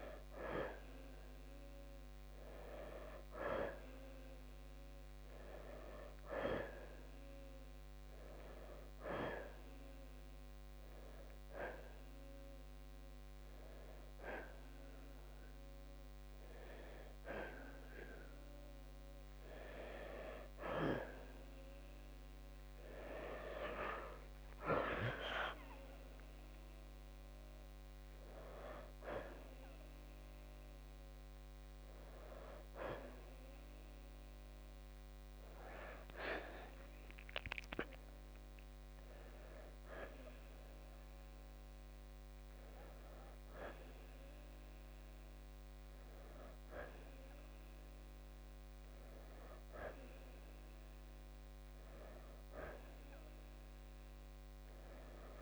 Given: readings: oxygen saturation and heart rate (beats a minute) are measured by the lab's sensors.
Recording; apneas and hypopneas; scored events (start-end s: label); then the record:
breathing in sleep by a microphone on the trachea; 1
2.50-6.00 s: arousal
8.50-19.50 s: hypopnea (oxygen 90% before, 87% lowest, heart rate 74 before, 68 extreme, up 8 after)
24.00-27.50 s: arousal
32.50-46.50 s: oxygen desaturation (device-marked, oxygen 90% before, 87% lowest, heart rate 73 before, 67 extreme)
From the record:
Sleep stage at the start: N2 (light sleep); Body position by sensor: on the back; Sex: male